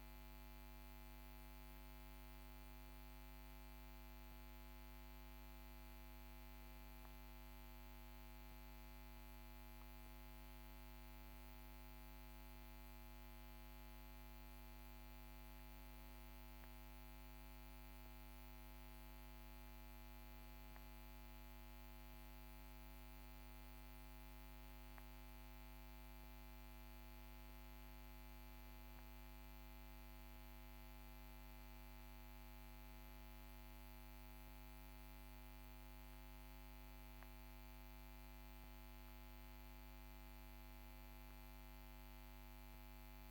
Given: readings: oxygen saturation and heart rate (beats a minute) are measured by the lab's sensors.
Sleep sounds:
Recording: breathing in sleep, hard to hear, by a microphone on the trachea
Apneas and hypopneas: none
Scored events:
none scored
From the record:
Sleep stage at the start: N1 (lightest sleep)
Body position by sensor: on the back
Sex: male

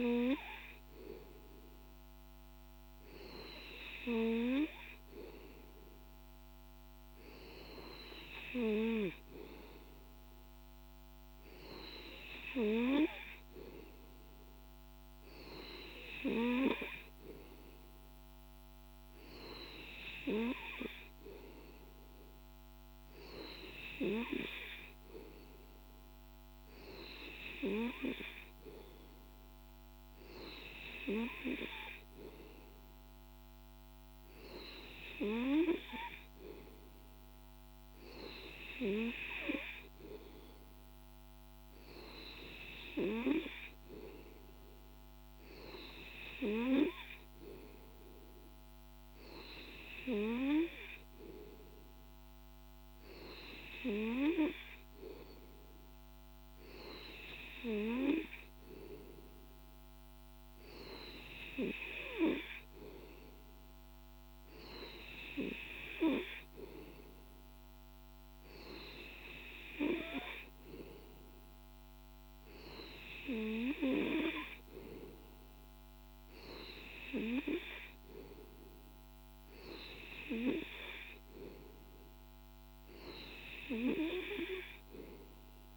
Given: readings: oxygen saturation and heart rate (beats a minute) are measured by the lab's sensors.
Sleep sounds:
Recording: breathing in sleep by a microphone on the trachea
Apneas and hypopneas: none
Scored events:
none scored
From the record:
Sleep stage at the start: N2 (light sleep)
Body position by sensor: on the back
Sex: male

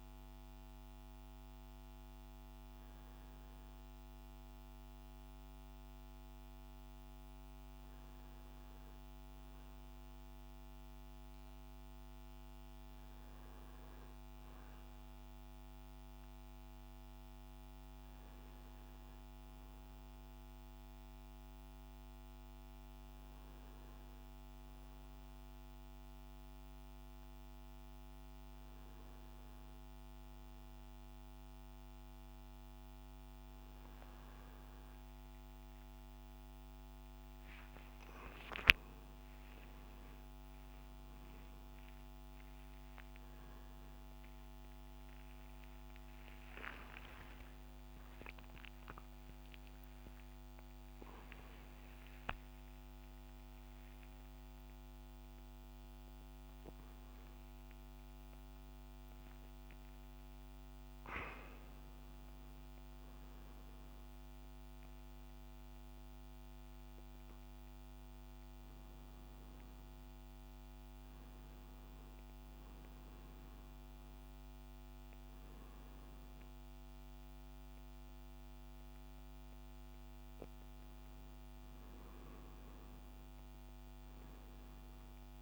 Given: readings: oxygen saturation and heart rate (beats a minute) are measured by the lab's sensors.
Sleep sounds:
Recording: a person awake in a sleep study, hard to hear, by a microphone on the trachea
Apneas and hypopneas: none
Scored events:
34.00-85.42 s: new sleep stage, awake
From the record:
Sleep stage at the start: N1 (lightest sleep)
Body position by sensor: on the back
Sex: male

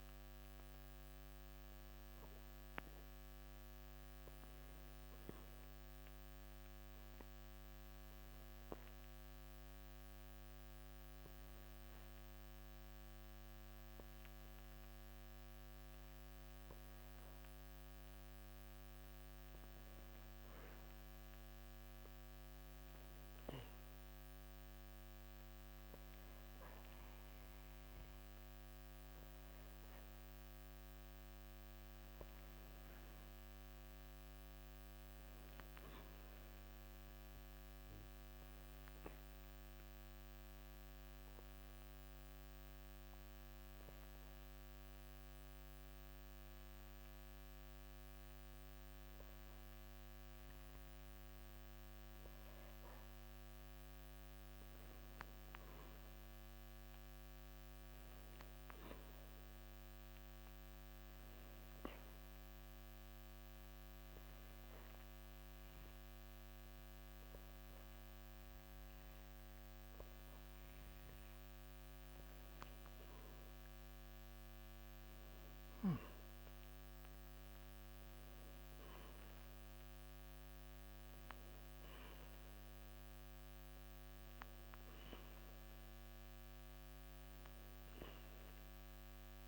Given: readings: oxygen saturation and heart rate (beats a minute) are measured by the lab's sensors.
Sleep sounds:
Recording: breathing in sleep, hard to hear, by a microphone on the trachea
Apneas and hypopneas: 3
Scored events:
0.00-5.00 s: oxygen desaturation (device-marked, oxygen 93% lowest)
8.50-18.50 s: obstructive apnea (oxygen 98% before, 94% lowest, heart rate 33 before, 27 extreme, up 24 after)
21.00-25.00 s: arousal
38.50-53.00 s: obstructive apnea (oxygen 98% before, 94% lowest)
55.50-58.50 s: arousal
62.50-72.50 s: obstructive apnea (oxygen 96% before, 94% lowest)
89.00-89.48 s: new sleep stage, awake
From the record:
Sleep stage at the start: N2 (light sleep)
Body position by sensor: on the back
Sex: male

